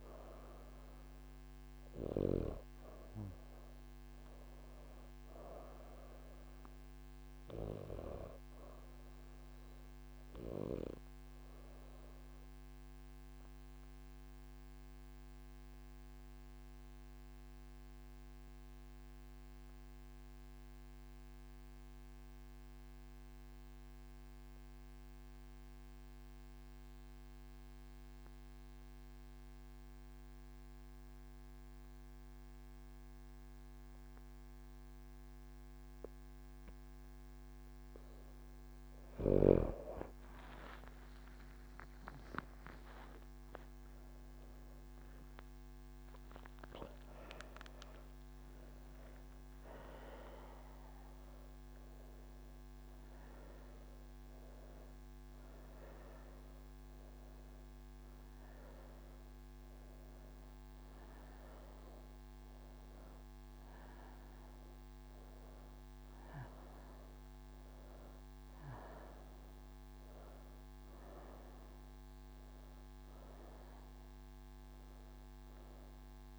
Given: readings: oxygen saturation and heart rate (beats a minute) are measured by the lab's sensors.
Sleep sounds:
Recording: breathing in sleep by a microphone on the trachea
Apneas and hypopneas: none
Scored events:
0.00-8.00 s: oxygen desaturation (device-marked, oxygen 95% lowest)
41.00-60.00 s: oxygen desaturation (device-marked, oxygen 96% before, 92% lowest)
From the record:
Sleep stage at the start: N1 (lightest sleep)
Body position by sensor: on the right side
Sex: female

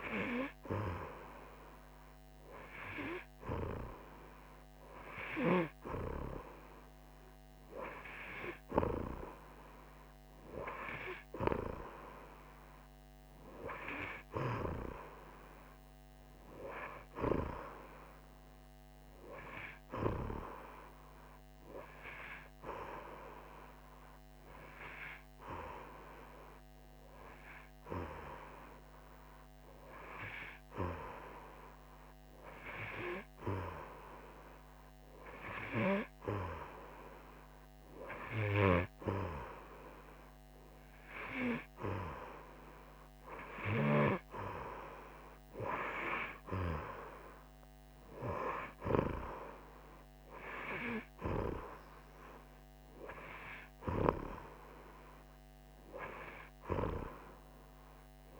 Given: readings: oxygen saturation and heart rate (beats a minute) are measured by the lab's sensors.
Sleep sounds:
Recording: breathing in sleep by a microphone on the trachea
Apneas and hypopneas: none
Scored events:
none scored
From the record:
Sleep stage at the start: N2 (light sleep)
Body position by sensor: on the right side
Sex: female

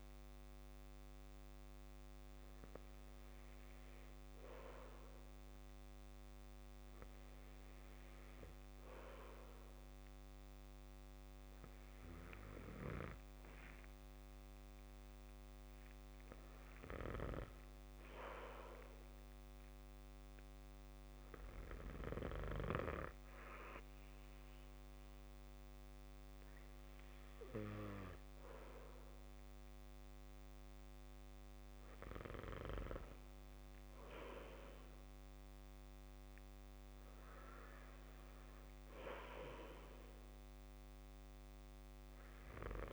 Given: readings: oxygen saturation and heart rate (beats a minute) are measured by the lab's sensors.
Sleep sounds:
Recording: breathing in sleep by a microphone on the trachea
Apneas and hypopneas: none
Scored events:
none scored
From the record:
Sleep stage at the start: N2 (light sleep)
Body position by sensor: on the back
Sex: male

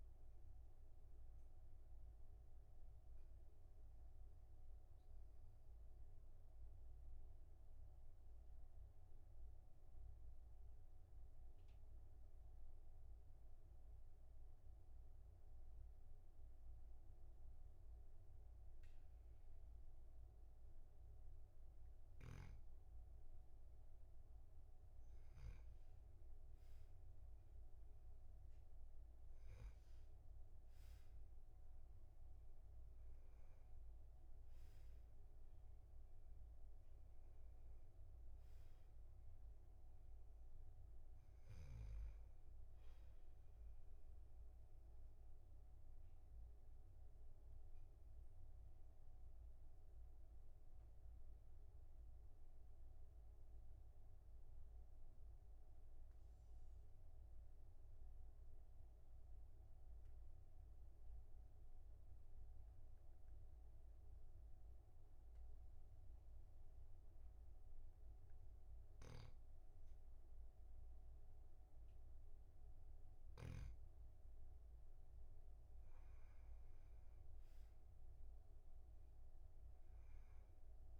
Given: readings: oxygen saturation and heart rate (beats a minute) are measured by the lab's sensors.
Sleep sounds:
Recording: breathing in sleep, hard to hear, by a room microphone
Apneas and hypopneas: 2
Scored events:
1.00-23.50 s: obstructive apnea (oxygen 99% before, 96% lowest, heart rate 52 before, 34 extreme, up 5 after)
27.50-32.00 s: arousal
44.00-73.50 s: obstructive apnea (oxygen 99% before, 96% lowest, heart rate 47 before, 36 extreme, up 8 after)
76.00-81.00 s: arousal
From the record:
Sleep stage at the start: N2 (light sleep)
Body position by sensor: on the back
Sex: male

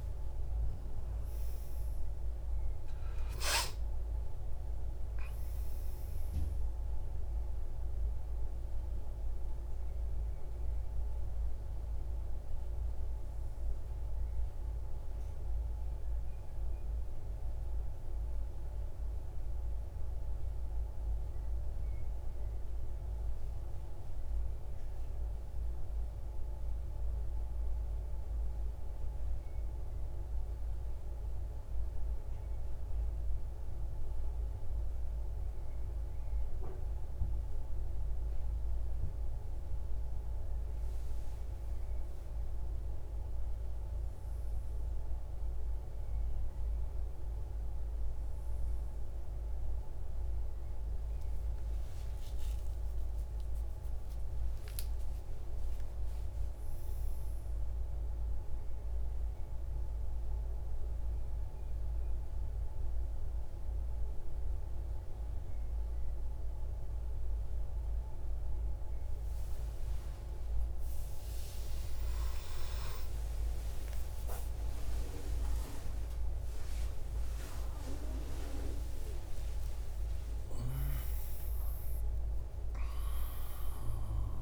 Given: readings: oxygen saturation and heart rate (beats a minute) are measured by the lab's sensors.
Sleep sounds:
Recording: breathing in sleep, hard to hear, by a room microphone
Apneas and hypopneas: 1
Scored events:
27.00-37.00 s: central apnea (oxygen 99% before, 95% lowest, heart rate 94 before, 64 extreme, up 59 after)
50.50-54.50 s: arousal
75.50-81.50 s: arousal
From the record:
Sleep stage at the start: N1 (lightest sleep)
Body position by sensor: on the right side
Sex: male

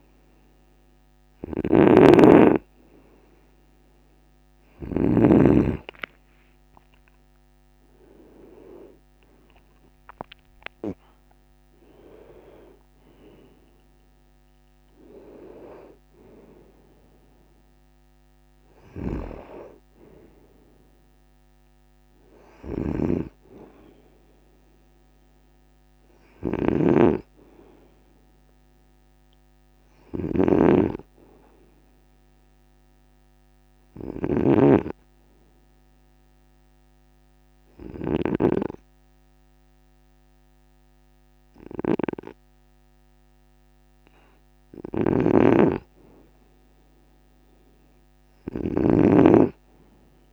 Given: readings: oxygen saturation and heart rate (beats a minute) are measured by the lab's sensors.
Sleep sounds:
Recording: breathing in sleep by a microphone on the trachea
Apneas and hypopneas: 1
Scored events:
0.00-5.00 s: snoring (device-marked)
5.50-10.00 s: arousal
22.00-38.00 s: snoring (device-marked)
34.50-45.50 s: obstructive apnea (oxygen 96% before, 96% lowest, heart rate 54 before, 51 extreme, up 3 after)
44.50-50.33 s: snoring (device-marked)
48.00-50.33 s: arousal
From the record:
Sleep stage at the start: N2 (light sleep)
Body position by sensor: on the right side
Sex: male

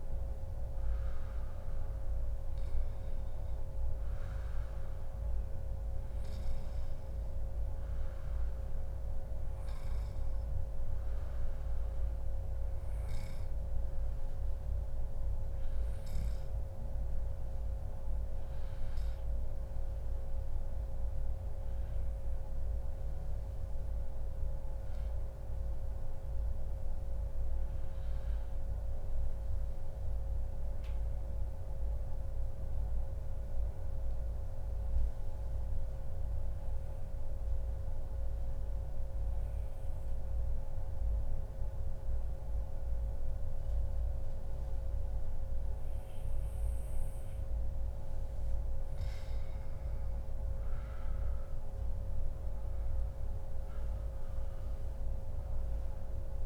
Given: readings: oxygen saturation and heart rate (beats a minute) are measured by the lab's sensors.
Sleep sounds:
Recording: breathing in sleep, hard to hear, by a room microphone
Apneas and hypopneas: 1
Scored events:
27.50-48.00 s: obstructive apnea (oxygen 97% before, 91% lowest, heart rate 144 before, 142 extreme)
50.00-53.00 s: arousal
51.00-56.46 s: oxygen desaturation (device-marked, oxygen 96% before, 91% lowest, heart rate 144 before, 135 extreme)
56.00-56.46 s: new sleep stage, N1 (lightest sleep)
From the record:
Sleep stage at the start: N2 (light sleep)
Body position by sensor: on the back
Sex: male

